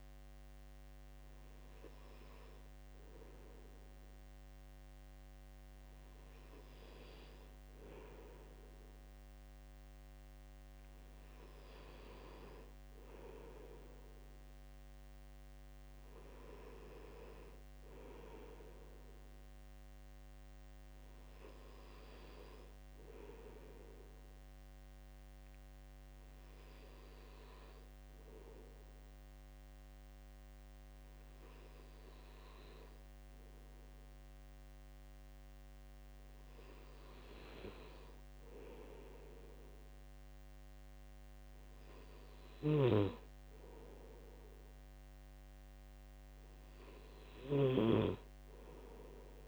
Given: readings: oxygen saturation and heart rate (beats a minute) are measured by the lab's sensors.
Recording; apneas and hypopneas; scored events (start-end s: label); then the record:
breathing in sleep by a microphone on the trachea; 1
13.00-49.48 s: new sleep stage, N2 (light sleep)
14.00-18.50 s: arousal
24.50-36.50 s: hypopnea (oxygen 97% before, 92% lowest, heart rate 75 before, 71 extreme, up 1 after)
43.50-47.50 s: arousal
From the record:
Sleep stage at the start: N1 (lightest sleep); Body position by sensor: on the right side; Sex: male